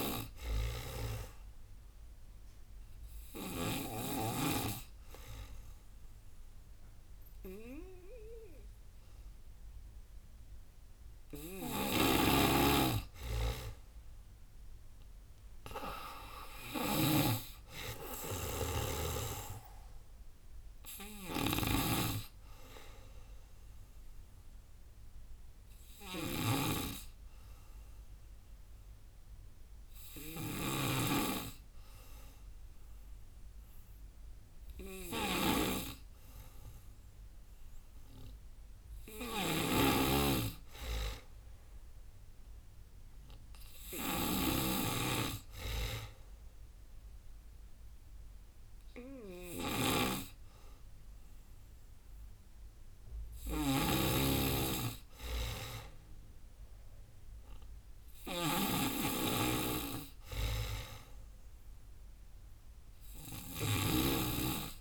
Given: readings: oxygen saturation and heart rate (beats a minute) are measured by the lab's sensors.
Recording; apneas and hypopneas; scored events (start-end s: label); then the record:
breathing in sleep by a room microphone; 2
0.00-3.50 s: snoring (device-marked)
0.00-18.50 s: tachycardia (device-marked, heart rate 138 extreme)
1.00-3.00 s: long interval between heartbeats (device-marked, heart rate 94 before, 101 extreme)
1.00-12.00 s: obstructive apnea (oxygen 96% before, 90% lowest, heart rate 94 before, 88 extreme, up 18 after)
4.50-6.50 s: long interval between heartbeats (device-marked, heart rate 96 before, 126 extreme)
5.50-6.50 s: drop in pulse transit time (device-marked, heart rate 97 before, 134 extreme)
6.50-8.50 s: long interval between heartbeats (device-marked, heart rate 99 before, 118 extreme)
9.00-11.00 s: long interval between heartbeats (device-marked, heart rate 102 before, 123 extreme)
9.50-23.50 s: drop in pulse transit time (device-marked, heart rate 104 before, 94 extreme)
11.50-63.50 s: snoring (device-marked)
13.00-15.00 s: long interval between heartbeats (device-marked, heart rate 108 before, 103 extreme)
13.50-16.50 s: arousal
15.50-17.50 s: long interval between heartbeats (device-marked, heart rate 108 before, 110 extreme)
19.00-21.00 s: long interval between heartbeats (device-marked, heart rate 111 before, 115 extreme)
20.50-28.50 s: tachycardia (device-marked, heart rate 101 before, 136 extreme)
23.50-39.50 s: oxygen desaturation (device-marked, oxygen 95% before, 90% lowest, heart rate 114 before, 81 extreme)
24.00-26.00 s: long interval between heartbeats (device-marked, heart rate 114 before, 111 extreme)
24.00-36.50 s: hypopnea (oxygen 95% before, 90% lowest, heart rate 114 before, 88 extreme, up 34 after)
27.50-29.50 s: long interval between heartbeats (device-marked, heart rate 112 before, 136 extreme)
33.50-35.50 s: long interval between heartbeats (device-marked, heart rate 114 before, 88 extreme)
34.50-41.50 s: tachycardia (device-marked, heart rate 104 before, 122 extreme)
36.50-38.50 s: long interval between heartbeats (device-marked, heart rate 112 before, 100 extreme)
38.50-40.50 s: long interval between heartbeats (device-marked, heart rate 111 before, 116 extreme)
38.50-48.50 s: drop in pulse transit time (device-marked, heart rate 111 before, 99 extreme)
39.00-42.50 s: arousal
40.50-42.50 s: long interval between heartbeats (device-marked, heart rate 111 before, 121 extreme)
42.50-47.50 s: tachycardia (device-marked, heart rate 103 before, 119 extreme)
43.00-45.00 s: long interval between heartbeats (device-marked, heart rate 113 before, 117 extreme)
46.00-48.00 s: long interval between heartbeats (device-marked, heart rate 113 before, 108 extreme)
48.00-50.00 s: long interval between heartbeats (device-marked, heart rate 112 before, 107 extreme)
53.00-55.00 s: long interval between heartbeats (device-marked, heart rate 106 before, 96 extreme)
55.00-57.00 s: long interval between heartbeats (device-marked, heart rate 106 before, 96 extreme)
From the record:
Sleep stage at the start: N2 (light sleep); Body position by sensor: on the back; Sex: female